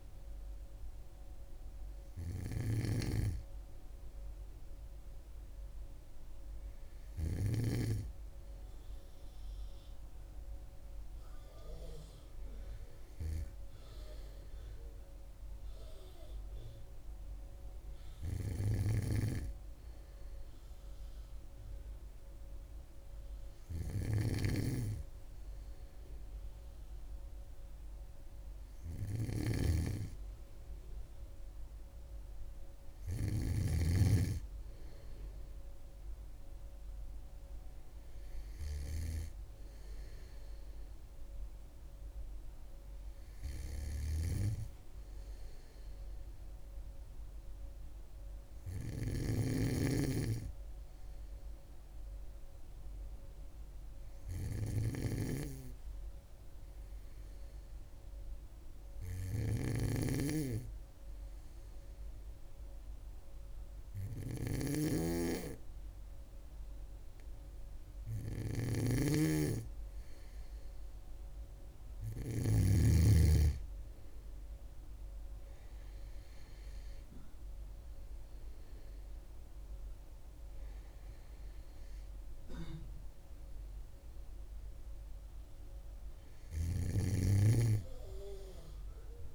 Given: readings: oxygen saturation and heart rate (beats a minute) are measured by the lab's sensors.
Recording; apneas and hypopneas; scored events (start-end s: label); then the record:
breathing in sleep by a room microphone; 1
0.00-2.50 s: snoring (device-marked)
23.50-33.50 s: snoring (device-marked)
48.50-72.50 s: snoring (device-marked)
54.00-68.00 s: hypopnea (oxygen 98% before, 94% lowest, heart rate 66 before, 68 extreme, up 5 after)
70.50-73.00 s: arousal
From the record:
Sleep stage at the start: N2 (light sleep); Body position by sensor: on the back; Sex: female